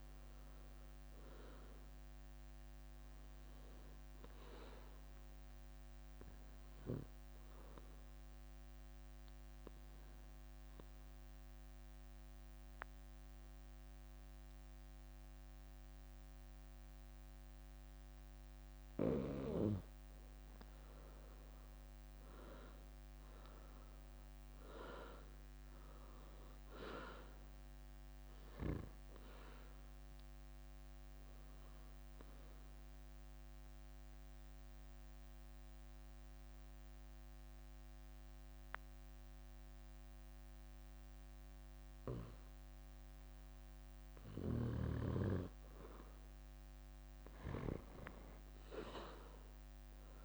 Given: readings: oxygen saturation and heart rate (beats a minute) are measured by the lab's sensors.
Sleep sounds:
breathing in sleep by a microphone on the trachea; 2
0.00-1.00 s: arousal
1.00-15.00 s: oxygen desaturation (device-marked, oxygen 97% before, 92% lowest, heart rate 62 before, 53 extreme)
4.00-10.00 s: bradycardia (device-marked, heart rate 69 before, 57 extreme)
7.00-19.50 s: obstructive apnea (oxygen 97% before, 89% lowest, heart rate 65 before, 53 extreme, up 15 after)
21.00-24.50 s: arousal
24.00-44.00 s: oxygen desaturation (device-marked, oxygen 96% before, 89% lowest, heart rate 62 before, 49 extreme)
30.00-42.00 s: bradycardia (device-marked, heart rate 68 before, 53 extreme)
32.00-44.00 s: obstructive apnea (oxygen 96% before, 89% lowest, heart rate 66 before, 49 extreme, up 16 after)
45.50-49.00 s: arousal
From the record:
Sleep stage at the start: N2 (light sleep); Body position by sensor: on the back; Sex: female

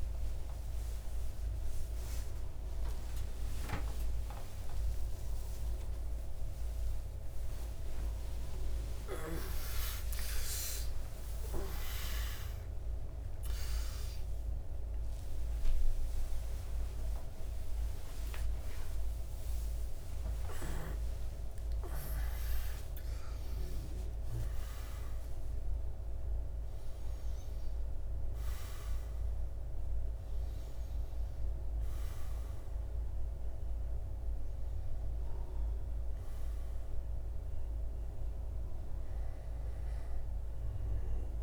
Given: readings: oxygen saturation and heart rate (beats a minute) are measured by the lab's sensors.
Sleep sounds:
a person awake in a sleep study, by a room microphone; none
24.50-41.43 s: new sleep stage, N1 (lightest sleep)
From the record:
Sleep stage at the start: awake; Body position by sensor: on the back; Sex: male

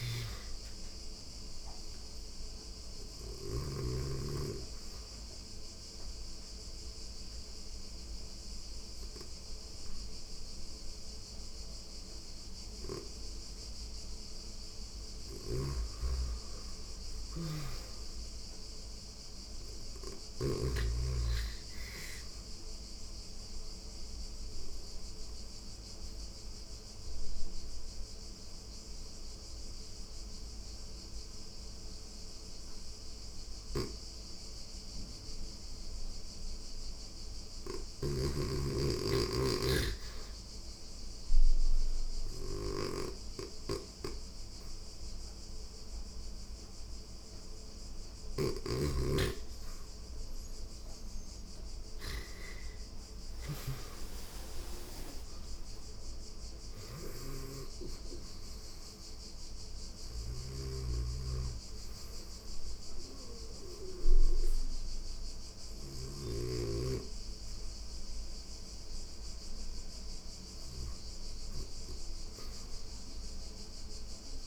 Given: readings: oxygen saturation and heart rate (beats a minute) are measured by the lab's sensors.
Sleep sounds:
breathing in sleep by a room microphone; 3
0.00-3.00 s: snoring (device-marked)
0.50-11.50 s: oxygen desaturation (device-marked, oxygen 92% before, 89% lowest, heart rate 93 before, 90 extreme)
4.00-15.00 s: obstructive apnea (oxygen 94% before, 85% lowest, heart rate 94 before, 89 extreme, up 0 after)
14.50-19.50 s: snoring (device-marked)
16.00-19.00 s: arousal
16.50-29.50 s: oxygen desaturation (device-marked, oxygen 98% before, 90% lowest, heart rate 94 before, 89 extreme)
22.00-36.50 s: obstructive apnea (oxygen 98% before, 85% lowest, heart rate 94 before, 89 extreme, up 0 after)
32.50-74.47 s: snoring (device-marked)
38.00-41.00 s: arousal
41.50-52.50 s: oxygen desaturation (device-marked, oxygen 97% before, 85% lowest, heart rate 91 before, 90 extreme)
54.50-71.50 s: oxygen desaturation (device-marked, oxygen 91% before, 85% lowest, heart rate 90 before, 88 extreme)
56.50-67.00 s: hypopnea (oxygen 97% before, 84% lowest, heart rate 90 before, 88 extreme, up 0 after)
69.00-72.00 s: arousal
From the record:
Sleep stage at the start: N2 (light sleep); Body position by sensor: on the back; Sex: female

